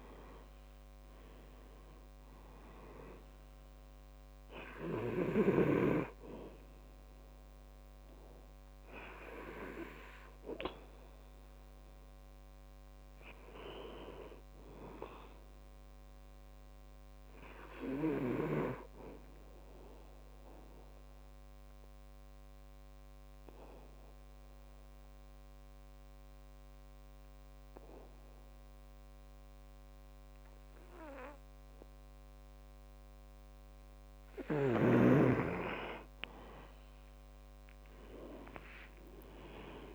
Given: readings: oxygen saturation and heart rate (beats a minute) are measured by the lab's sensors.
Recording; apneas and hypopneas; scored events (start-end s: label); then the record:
breathing in sleep by a microphone on the trachea; 1
0.00-24.00 s: oxygen desaturation (device-marked, oxygen 90% lowest, heart rate 63 extreme)
14.50-17.50 s: arousal
20.00-34.50 s: obstructive apnea (oxygen 97% before, 89% lowest, heart rate 68 before, 62 extreme, up 11 after)
38.50-39.95 s: arousal
From the record:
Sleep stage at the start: N2 (light sleep); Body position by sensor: on the back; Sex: male